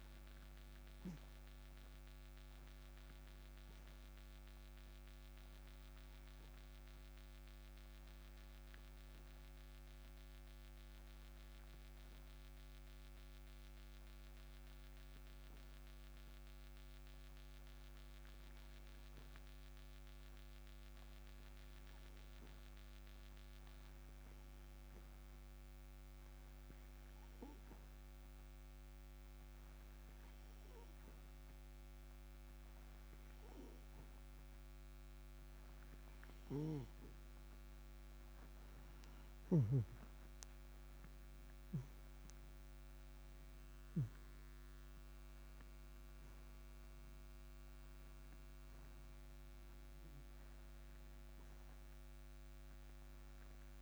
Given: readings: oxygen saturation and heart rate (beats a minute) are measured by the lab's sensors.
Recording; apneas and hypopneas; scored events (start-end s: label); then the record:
breathing in sleep, hard to hear, by a microphone on the trachea; 1
5.50-36.00 s: obstructive apnea (oxygen 97% before, 89% lowest, heart rate 61 before, 57 extreme, up 6 after)
10.50-28.50 s: oxygen desaturation (device-marked, oxygen 94% before, 90% lowest, heart rate 61 before, 58 extreme)
39.50-44.00 s: arousal
40.50-53.82 s: oxygen desaturation (device-marked, oxygen 97% before, 89% lowest, heart rate 59 before, 57 extreme)
From the record:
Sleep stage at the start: N2 (light sleep); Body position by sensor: on the right side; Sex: male